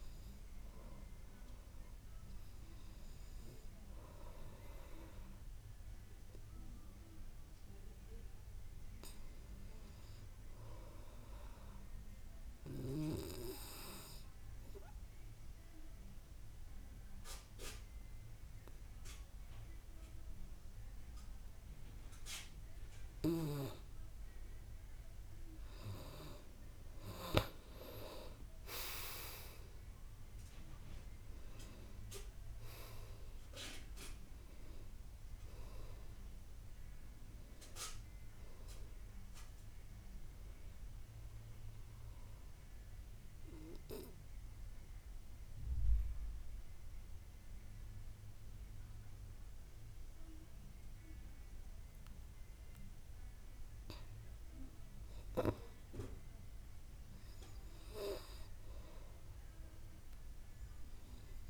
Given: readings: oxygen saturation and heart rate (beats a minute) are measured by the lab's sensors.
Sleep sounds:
breathing in sleep by a room microphone; 2
12.50-24.00 s: obstructive apnea (oxygen 98% before, 92% lowest, heart rate 56 before, 52 extreme, up 7 after)
25.00-54.00 s: oxygen desaturation (device-marked, oxygen 96% before, 92% lowest, heart rate 55 before, 52 extreme)
26.50-31.00 s: arousal
42.00-54.50 s: obstructive apnea (oxygen 96% before, 88% lowest, heart rate 60 before, 52 extreme, up 6 after)
57.50-61.00 s: arousal
From the record:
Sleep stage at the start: N2 (light sleep); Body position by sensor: on the back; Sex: male

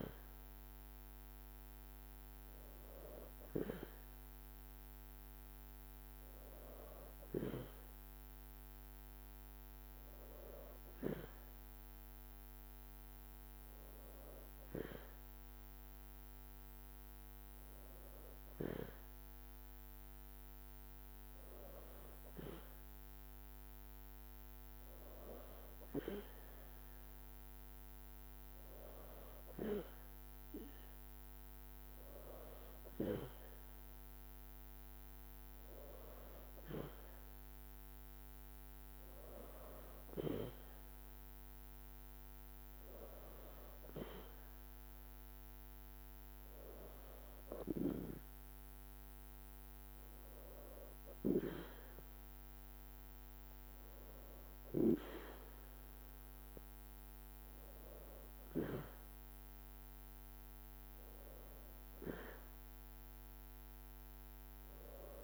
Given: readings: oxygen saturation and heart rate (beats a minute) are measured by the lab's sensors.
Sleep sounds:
breathing in sleep by a microphone on the trachea; none
none scored
From the record:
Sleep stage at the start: N2 (light sleep); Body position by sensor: on the back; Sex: female

